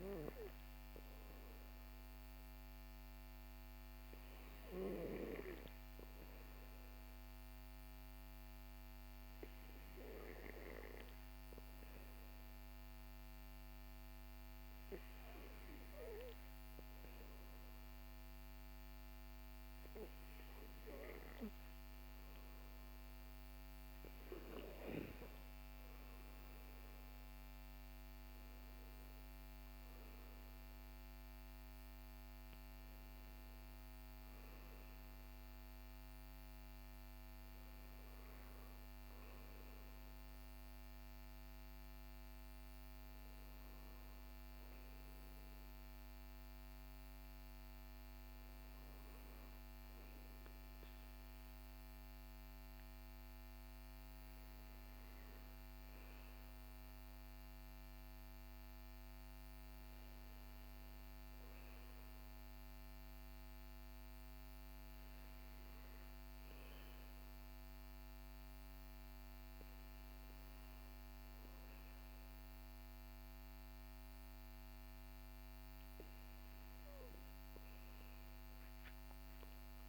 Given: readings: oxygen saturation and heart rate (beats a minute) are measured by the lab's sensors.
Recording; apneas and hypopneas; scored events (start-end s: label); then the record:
breathing in sleep by a microphone on the trachea; none
none scored
From the record:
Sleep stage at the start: N2 (light sleep); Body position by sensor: on the back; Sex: male